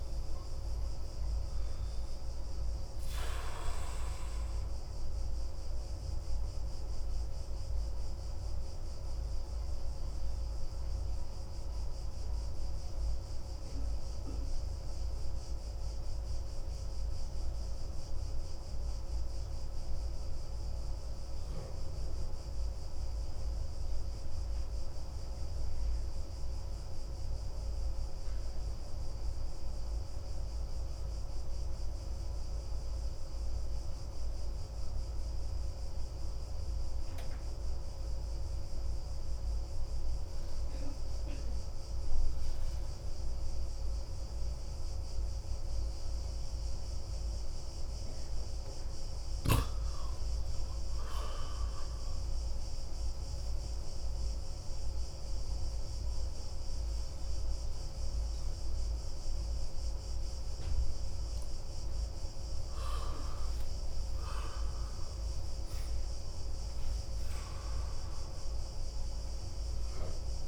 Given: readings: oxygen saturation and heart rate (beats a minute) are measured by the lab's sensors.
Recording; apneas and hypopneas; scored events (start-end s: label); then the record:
breathing in sleep, hard to hear, by a room microphone; 1
7.00-46.50 s: obstructive apnea (oxygen 98% before, 92% lowest)
46.00-65.00 s: oxygen desaturation (device-marked, oxygen 97% before, 93% lowest)
51.00-54.50 s: arousal
From the record:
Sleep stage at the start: N2 (light sleep); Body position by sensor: on the back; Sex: male